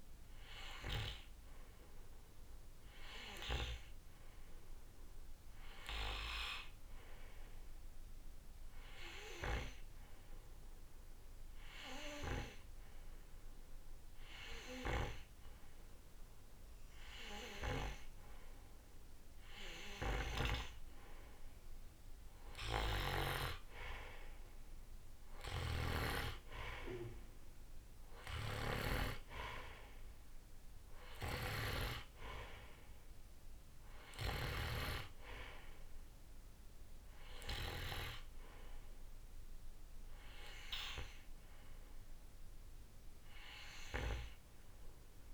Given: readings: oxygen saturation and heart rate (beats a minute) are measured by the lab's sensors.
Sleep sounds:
breathing in sleep by a room microphone; none
none scored
From the record:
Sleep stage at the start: N2 (light sleep); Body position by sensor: on the right side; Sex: male

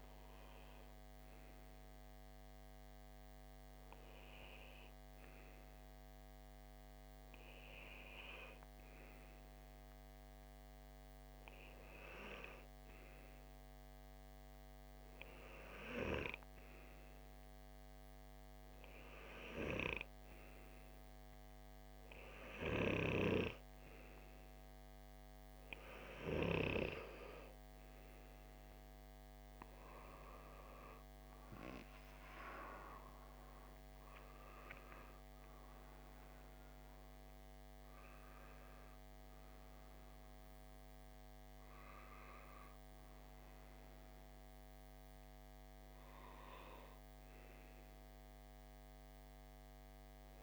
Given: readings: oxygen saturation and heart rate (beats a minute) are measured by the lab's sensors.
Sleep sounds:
breathing in sleep by a microphone on the trachea; none
0.00-4.00 s: oxygen desaturation (device-marked, oxygen 93% lowest)
19.00-50.43 s: oxygen desaturation (device-marked, oxygen 97% before, 93% lowest)
From the record:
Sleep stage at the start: N2 (light sleep); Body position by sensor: on the left side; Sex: male

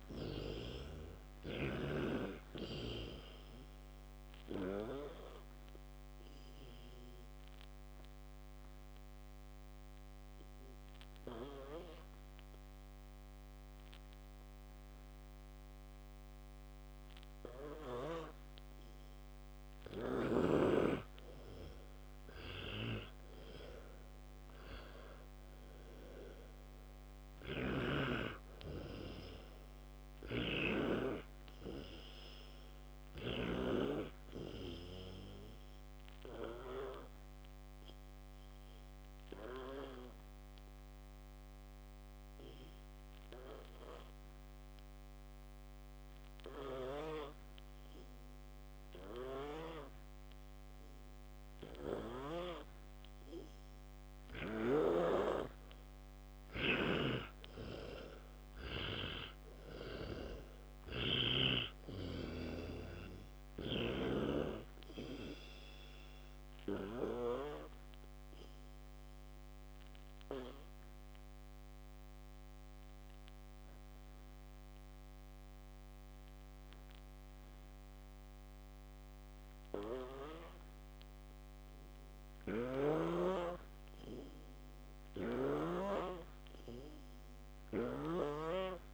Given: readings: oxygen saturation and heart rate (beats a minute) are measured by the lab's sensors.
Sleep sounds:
breathing in sleep by a microphone on the trachea; 3
0.00-1.50 s: snoring (device-marked)
6.00-17.50 s: obstructive apnea (oxygen 99% before, 91% lowest, heart rate 63 before, 61 extreme, up 21 after)
7.00-23.00 s: oxygen desaturation (device-marked, oxygen 99% before, 91% lowest, heart rate 63 before, 61 extreme)
23.00-27.50 s: arousal
30.00-33.50 s: snoring (device-marked)
35.00-43.00 s: oxygen desaturation (device-marked, oxygen 98% before, 93% lowest, heart rate 80 before, 65 extreme)
38.00-48.00 s: obstructive apnea (oxygen 98% before, 91% lowest, heart rate 84 before, 59 extreme)
54.50-59.00 s: snoring (device-marked)
55.50-60.50 s: arousal
69.00-88.94 s: oxygen desaturation (device-marked, oxygen 99% before, 91% lowest, heart rate 114 before, 58 extreme)
70.00-81.00 s: obstructive apnea (oxygen 99% before, 91% lowest, heart rate 114 before, 58 extreme, up 0 after)
From the record:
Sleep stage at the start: N2 (light sleep); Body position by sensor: on the back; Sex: male

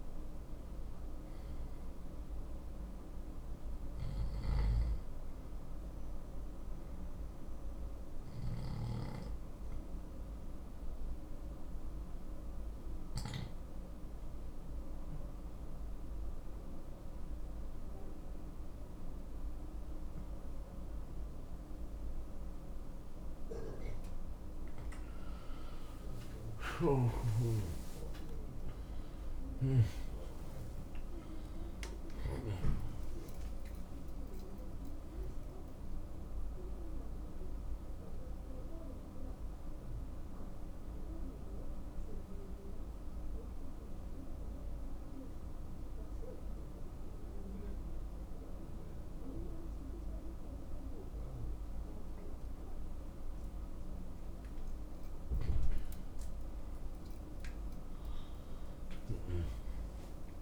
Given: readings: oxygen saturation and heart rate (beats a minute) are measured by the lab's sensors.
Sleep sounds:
breathing in sleep by a room microphone; 2
5.00-17.00 s: oxygen desaturation (device-marked, oxygen 94% before, 89% lowest, heart rate 74 before, 60 extreme)
6.50-23.50 s: obstructive apnea (oxygen 95% before, 89% lowest, heart rate 74 before, 60 extreme, up 15 after)
26.00-32.50 s: arousal
32.00-43.00 s: oxygen desaturation (device-marked, oxygen 95% before, 91% lowest, heart rate 66 before, 60 extreme)
36.00-53.50 s: obstructive apnea (oxygen 96% before, 89% lowest, heart rate 73 before, 60 extreme, up 14 after)
56.50-60.42 s: arousal
From the record:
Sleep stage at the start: N2 (light sleep); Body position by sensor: on the left side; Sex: male

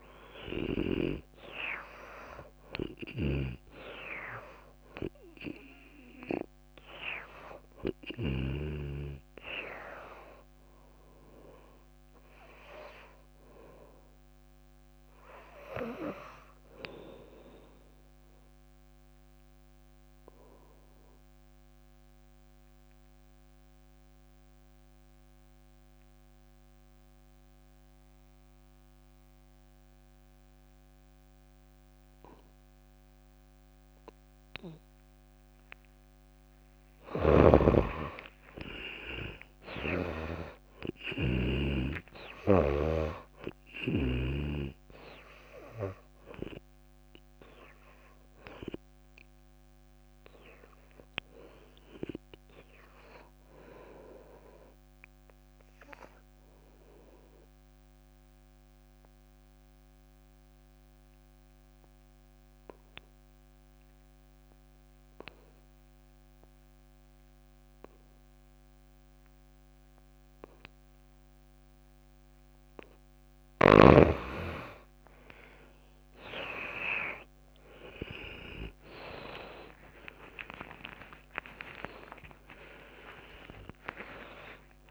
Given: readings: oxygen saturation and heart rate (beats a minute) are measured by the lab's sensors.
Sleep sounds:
breathing in sleep by a microphone on the trachea; 2
0.00-1.50 s: snoring (device-marked)
0.00-2.00 s: arousal
0.00-15.50 s: oxygen desaturation (device-marked, oxygen 84% lowest)
3.50-9.00 s: snoring (device-marked)
19.50-37.00 s: obstructive apnea (oxygen 95% before, 72% lowest)
34.50-57.50 s: oxygen desaturation (device-marked, oxygen 96% before, 75% lowest)
37.50-42.00 s: snoring (device-marked)
38.00-42.00 s: arousal
56.50-72.50 s: obstructive apnea (oxygen 95% before, 72% lowest)
60.50-62.50 s: long interval between heartbeats (device-marked)
71.50-84.91 s: oxygen desaturation (device-marked, oxygen 97% before, 72% lowest)
75.50-80.00 s: arousal
From the record:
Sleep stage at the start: N2 (light sleep); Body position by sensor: on the back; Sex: female

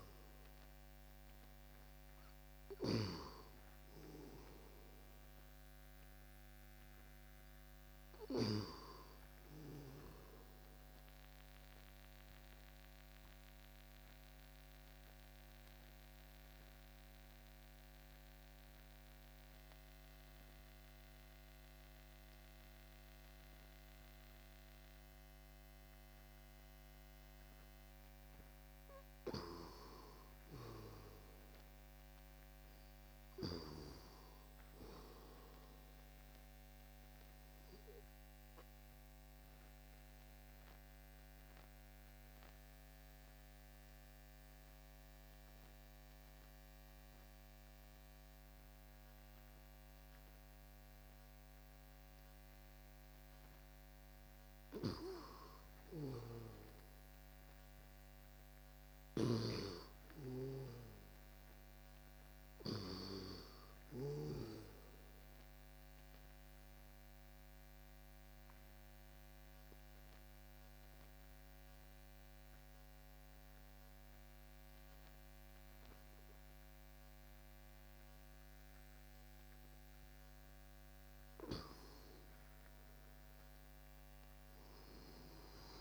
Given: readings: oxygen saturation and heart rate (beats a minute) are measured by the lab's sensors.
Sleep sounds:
breathing in sleep by a microphone on the trachea; 3
0.00-5.50 s: oxygen desaturation (device-marked, oxygen 93% lowest, heart rate 46 extreme)
6.00-9.50 s: arousal
13.50-29.50 s: mixed apnea (oxygen 98% before, 93% lowest, heart rate 68 before, 63 extreme, up 2 after)
32.00-34.50 s: arousal
32.50-58.50 s: oxygen desaturation (device-marked, oxygen 98% before, 93% lowest)
39.00-54.00 s: mixed apnea (oxygen 98% before, 93% lowest, heart rate 74 before, 38 extreme, up 2 after)
56.00-59.50 s: arousal
66.50-80.50 s: mixed apnea (oxygen 98% before, 93% lowest)
68.50-83.50 s: oxygen desaturation (device-marked, oxygen 98% before, 93% lowest)
83.00-85.81 s: arousal
From the record:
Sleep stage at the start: REM sleep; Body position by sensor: on the back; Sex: male

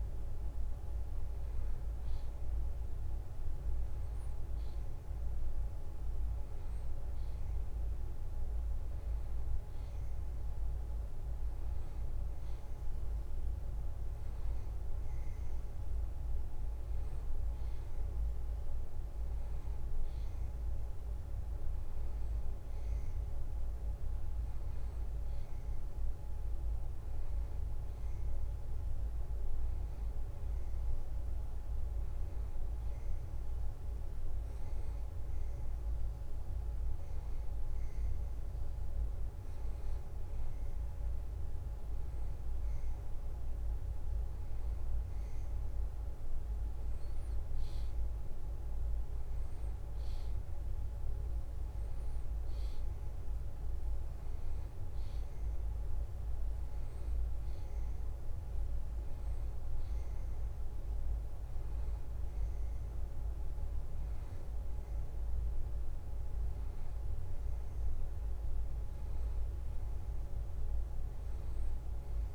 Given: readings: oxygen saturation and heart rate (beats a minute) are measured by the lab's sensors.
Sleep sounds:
breathing in sleep, hard to hear, by a room microphone; none
none scored
From the record:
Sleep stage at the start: N2 (light sleep); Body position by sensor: on the back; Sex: male

